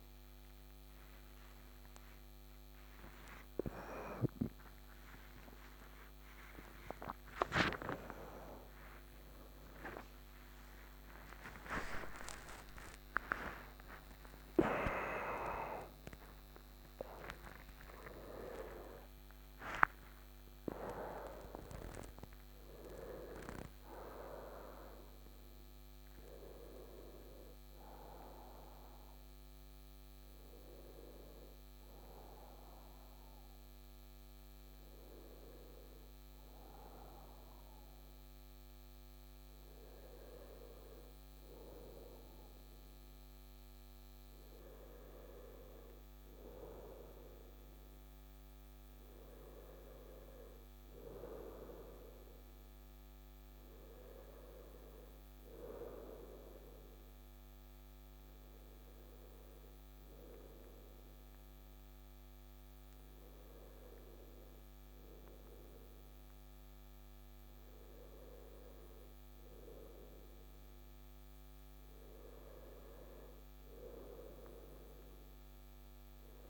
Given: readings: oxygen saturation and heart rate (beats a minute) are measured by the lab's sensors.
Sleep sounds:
a person partly awake in a sleep study, by a microphone on the trachea; none
18.50-76.50 s: new sleep stage, N1 (lightest sleep)
From the record:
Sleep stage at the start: awake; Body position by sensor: on the right side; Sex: male

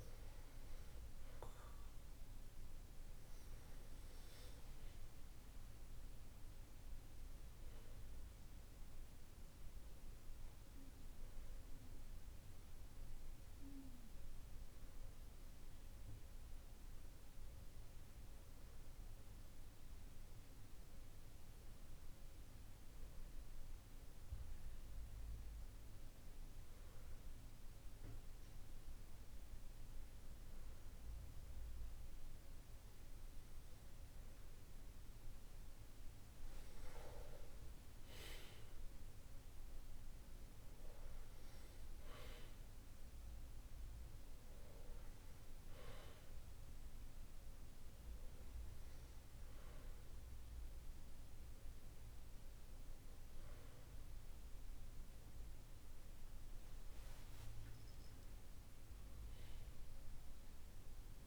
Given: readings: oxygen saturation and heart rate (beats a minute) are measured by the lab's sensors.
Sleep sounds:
breathing in sleep, hard to hear, by a room microphone; 1
11.50-33.00 s: hypopnea (oxygen 94% before, 95% lowest, heart rate 53 before, 48 extreme, up 5 after)
36.50-40.00 s: arousal
From the record:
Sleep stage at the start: N2 (light sleep); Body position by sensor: on the back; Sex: male

